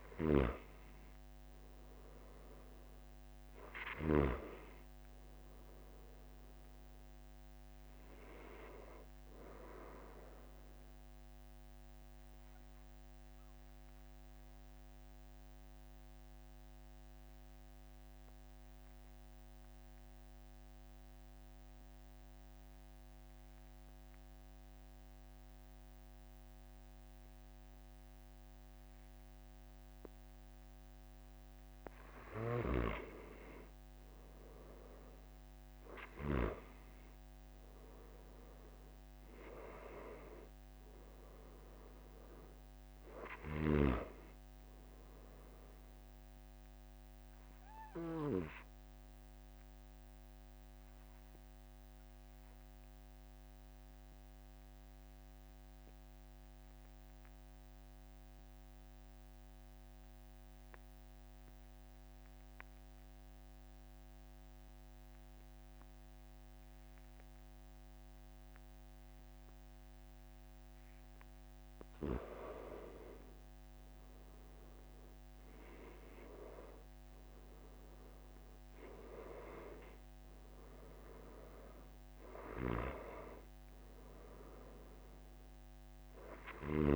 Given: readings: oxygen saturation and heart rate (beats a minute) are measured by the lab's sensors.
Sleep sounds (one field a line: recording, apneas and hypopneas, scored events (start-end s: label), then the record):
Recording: breathing in sleep by a microphone on the trachea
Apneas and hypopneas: 2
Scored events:
0.50-4.50 s: snoring (device-marked)
3.00-28.00 s: oxygen desaturation (device-marked, oxygen 97% before, 93% lowest, heart rate 46 before, 44 extreme)
12.00-31.50 s: obstructive apnea (oxygen 97% before, 93% lowest, heart rate 46 before, 44 extreme, up 3 after)
34.50-39.00 s: arousal
48.50-71.00 s: mixed apnea (oxygen 97% before, 91% lowest, heart rate 47 before, 43 extreme, up 4 after)
73.00-77.50 s: arousal
78.00-86.96 s: oxygen desaturation (device-marked, oxygen 97% before, 91% lowest, heart rate 46 before, 43 extreme)
From the record:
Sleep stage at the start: N2 (light sleep)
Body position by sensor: on the back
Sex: male